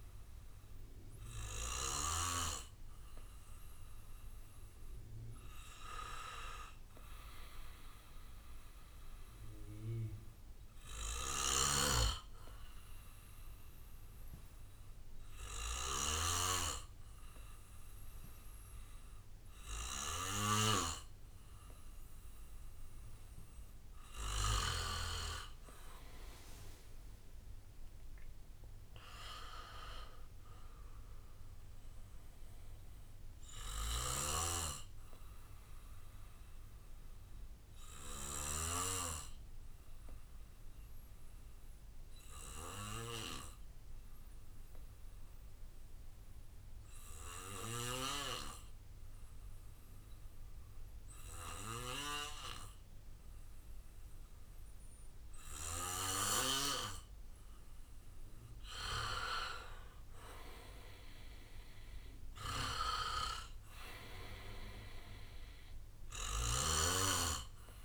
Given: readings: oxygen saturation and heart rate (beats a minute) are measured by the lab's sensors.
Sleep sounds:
breathing in sleep by a room microphone; 2
0.00-2.50 s: bradycardia (device-marked, heart rate 59 extreme)
4.00-7.00 s: arousal
10.00-25.00 s: obstructive apnea (oxygen 97% before, 91% lowest, heart rate 64 before, 57 extreme, up 16 after)
10.50-12.50 s: bradycardia (device-marked, heart rate 65 before, 61 extreme)
11.50-25.00 s: snoring (device-marked)
25.50-36.50 s: drop in pulse transit time (device-marked, heart rate 63 before, 66 extreme)
27.50-30.00 s: arousal
30.50-46.50 s: oxygen desaturation (device-marked, oxygen 97% before, 94% lowest, heart rate 65 before, 57 extreme)
34.00-39.00 s: snoring (device-marked)
34.50-36.50 s: bradycardia (device-marked, heart rate 65 before, 66 extreme)
37.00-58.50 s: obstructive apnea (oxygen 97% before, 89% lowest, heart rate 69 before, 58 extreme, up 10 after)
56.50-67.85 s: oxygen desaturation (device-marked, oxygen 98% before, 91% lowest, heart rate 61 before, 58 extreme)
61.00-64.50 s: arousal
From the record:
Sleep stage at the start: N2 (light sleep); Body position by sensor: on the back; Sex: male

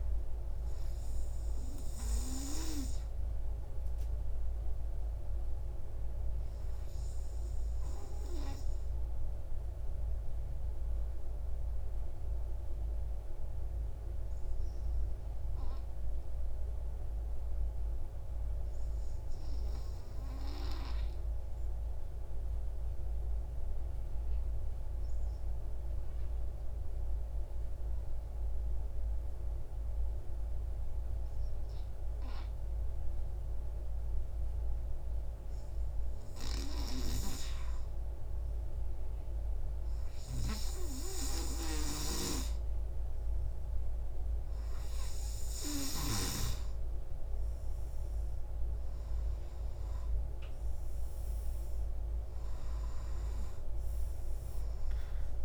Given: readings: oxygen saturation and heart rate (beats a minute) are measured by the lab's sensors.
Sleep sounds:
breathing in sleep by a room microphone; 1
0.00-14.50 s: oxygen desaturation (device-marked, oxygen 92% lowest)
9.50-36.00 s: mixed apnea (oxygen 96% before, 92% lowest)
35.50-55.45 s: oxygen desaturation (device-marked, oxygen 98% before, 93% lowest)
38.00-42.00 s: arousal
From the record:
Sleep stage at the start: N2 (light sleep); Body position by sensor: on the right side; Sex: male

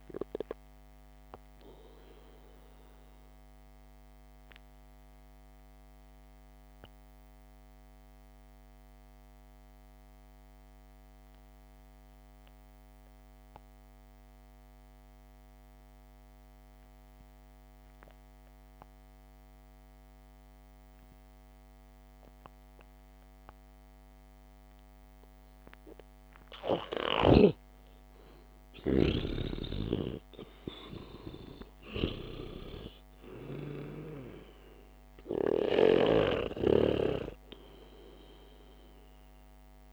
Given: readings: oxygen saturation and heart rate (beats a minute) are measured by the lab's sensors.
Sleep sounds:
breathing in sleep by a microphone on the trachea; 1
4.50-25.00 s: obstructive apnea (oxygen 97% before, 88% lowest, heart rate 58 before, 55 extreme, up 0 after)
7.50-20.50 s: oxygen desaturation (device-marked, oxygen 95% before, 89% lowest, heart rate 58 before, 55 extreme)
28.50-32.50 s: arousal
28.50-39.93 s: oxygen desaturation (device-marked, oxygen 98% before, 88% lowest, heart rate 67 before, 55 extreme)
From the record:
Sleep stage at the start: N2 (light sleep); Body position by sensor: on the back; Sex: male

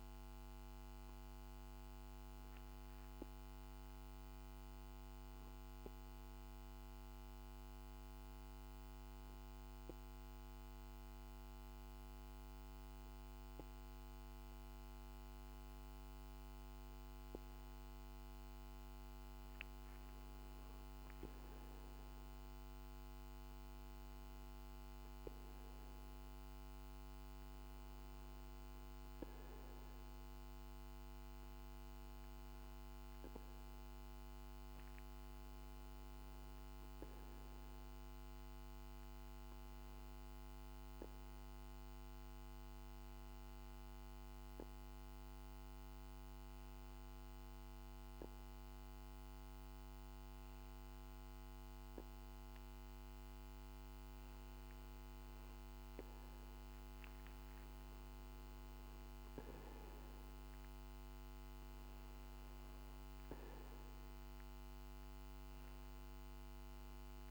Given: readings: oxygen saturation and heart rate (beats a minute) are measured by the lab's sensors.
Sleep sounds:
breathing in sleep, hard to hear, by a microphone on the trachea; 2
2.00-17.50 s: hypopnea (oxygen 97% before, 94% lowest, heart rate 49 before, 48 extreme, up 2 after)
21.00-25.00 s: arousal
36.50-53.50 s: hypopnea (oxygen 96% before, 94% lowest, heart rate 49 before, 47 extreme, up 12 after)
60.00-64.50 s: arousal
From the record:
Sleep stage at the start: N2 (light sleep); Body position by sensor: on the back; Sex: male

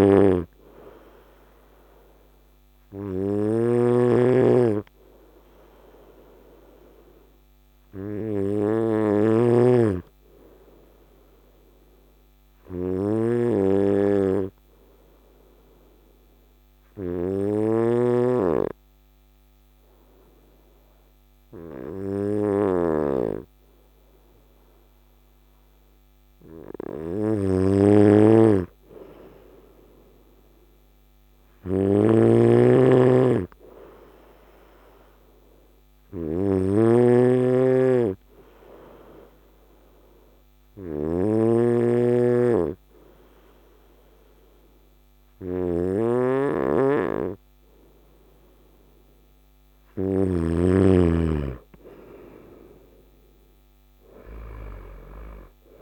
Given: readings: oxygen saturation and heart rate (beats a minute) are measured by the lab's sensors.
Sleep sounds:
breathing in sleep by a microphone on the trachea; 2
0.00-1.00 s: arousal
0.00-17.00 s: snoring (device-marked)
5.50-25.50 s: oxygen desaturation (device-marked, oxygen 98% before, 94% lowest, heart rate 56 before, 53 extreme)
9.00-22.50 s: obstructive apnea (oxygen 99% before, 94% lowest, heart rate 56 before, 53 extreme, up 4 after)
26.50-29.50 s: arousal
27.00-49.50 s: snoring (device-marked)
34.00-48.00 s: obstructive apnea (oxygen 97% before, 93% lowest, heart rate 55 before, 54 extreme, up 7 after)
52.00-55.00 s: arousal
From the record:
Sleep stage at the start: N2 (light sleep); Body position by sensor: on the front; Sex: male

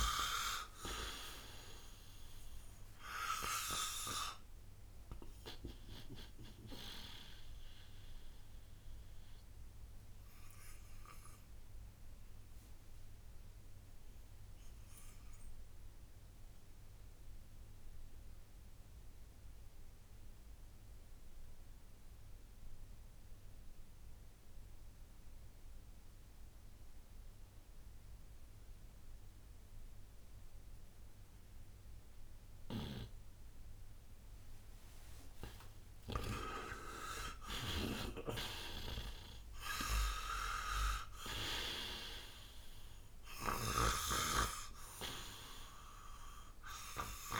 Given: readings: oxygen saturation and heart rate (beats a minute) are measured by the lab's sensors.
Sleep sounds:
breathing in sleep by a room microphone; 1
0.00-23.50 s: oxygen desaturation (device-marked, oxygen 86% lowest, heart rate 57 extreme)
8.50-34.50 s: obstructive apnea (oxygen 98% before, 86% lowest, heart rate 72 before, 57 extreme, up 16 after)
32.50-36.50 s: snoring (device-marked)
35.00-39.00 s: arousal
38.50-47.40 s: oxygen desaturation (device-marked, oxygen 98% before, 88% lowest, heart rate 60 before, 58 extreme)
From the record:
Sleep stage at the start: N2 (light sleep); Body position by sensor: on the right side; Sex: male

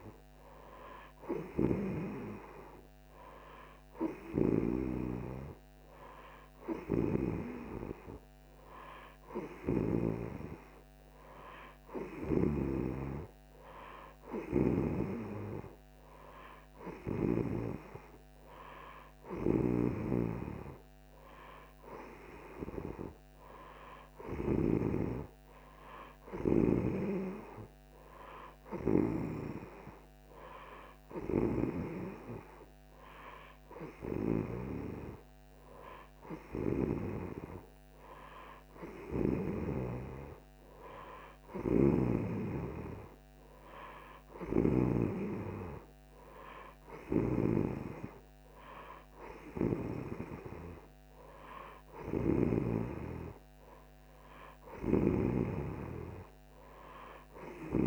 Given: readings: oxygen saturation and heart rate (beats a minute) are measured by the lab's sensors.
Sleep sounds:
breathing in sleep by a microphone on the trachea; none
6.50-12.50 s: snoring (device-marked)
19.00-24.50 s: snoring (device-marked)
41.00-52.50 s: snoring (device-marked)
54.50-57.87 s: snoring (device-marked)
From the record:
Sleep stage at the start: N3 (deep sleep); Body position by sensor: on the right side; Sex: female

